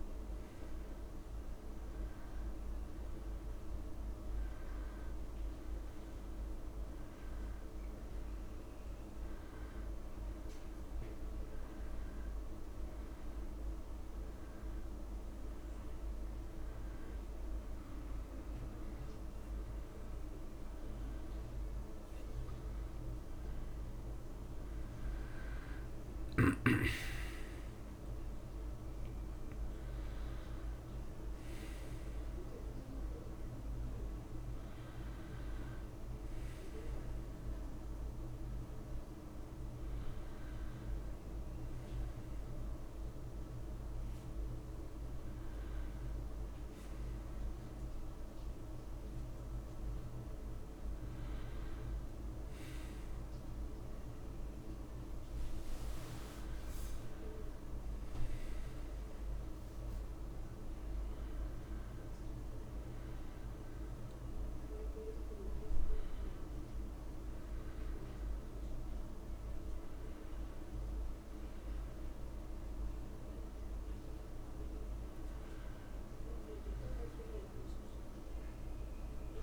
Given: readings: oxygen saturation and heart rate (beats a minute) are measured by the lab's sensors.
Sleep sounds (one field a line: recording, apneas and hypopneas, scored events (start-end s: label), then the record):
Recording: breathing in sleep, hard to hear, by a room microphone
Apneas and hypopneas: none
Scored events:
none scored
From the record:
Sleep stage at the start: N2 (light sleep)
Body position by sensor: on the back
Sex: male